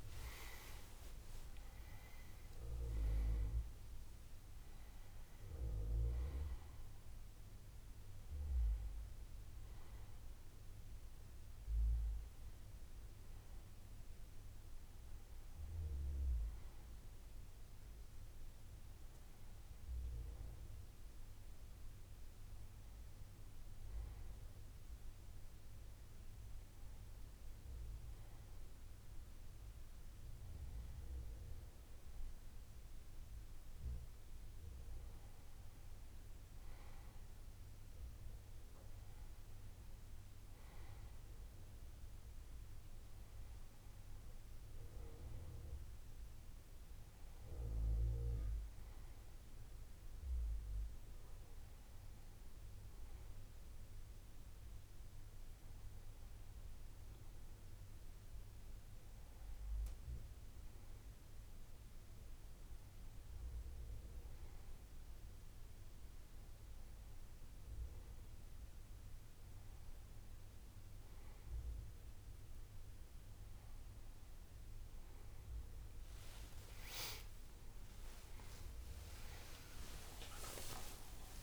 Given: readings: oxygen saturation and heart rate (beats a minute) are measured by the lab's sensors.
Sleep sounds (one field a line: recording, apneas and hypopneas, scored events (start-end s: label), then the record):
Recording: breathing in sleep by a room microphone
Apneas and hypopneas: none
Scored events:
33.00-50.00 s: oxygen desaturation (device-marked, oxygen 98% before, 94% lowest, heart rate 68 before, 71 extreme)
80.00-81.43 s: new sleep stage, awake
From the record:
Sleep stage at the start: N1 (lightest sleep)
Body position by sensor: on the back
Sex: male